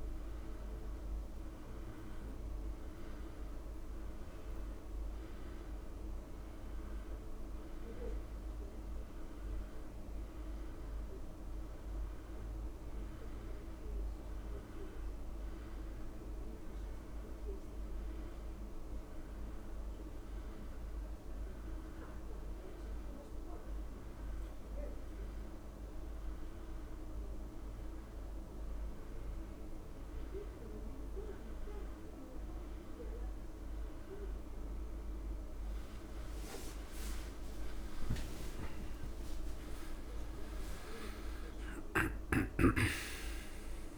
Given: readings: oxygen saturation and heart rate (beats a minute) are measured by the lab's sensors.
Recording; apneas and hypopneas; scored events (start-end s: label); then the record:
breathing in sleep by a room microphone; none
37.50-41.00 s: arousal
39.50-41.50 s: long interval between heartbeats (device-marked, heart rate 85 before, 113 extreme)
From the record:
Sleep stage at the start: N2 (light sleep); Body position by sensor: on the back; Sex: male